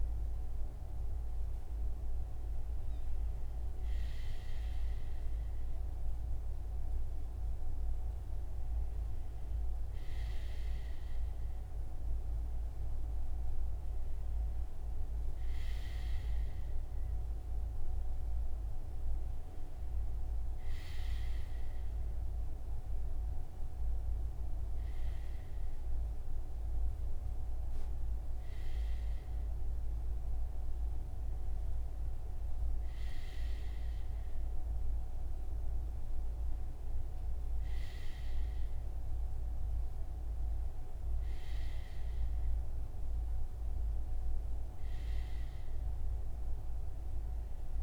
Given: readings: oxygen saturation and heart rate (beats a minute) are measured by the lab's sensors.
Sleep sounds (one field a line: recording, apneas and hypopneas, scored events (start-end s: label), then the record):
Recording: breathing in sleep, hard to hear, by a room microphone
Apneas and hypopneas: none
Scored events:
none scored
From the record:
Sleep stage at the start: REM sleep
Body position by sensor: on the front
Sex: male